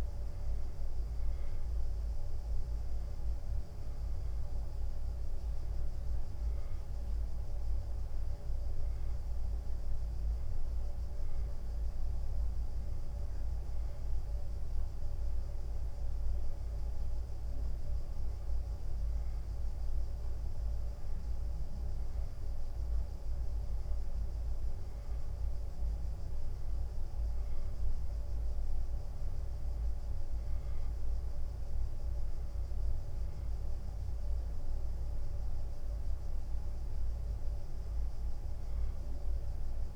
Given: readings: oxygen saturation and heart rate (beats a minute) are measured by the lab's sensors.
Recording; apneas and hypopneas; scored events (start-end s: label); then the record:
breathing in sleep, hard to hear, by a room microphone; none
none scored
From the record:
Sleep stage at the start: N1 (lightest sleep); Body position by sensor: on the back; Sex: male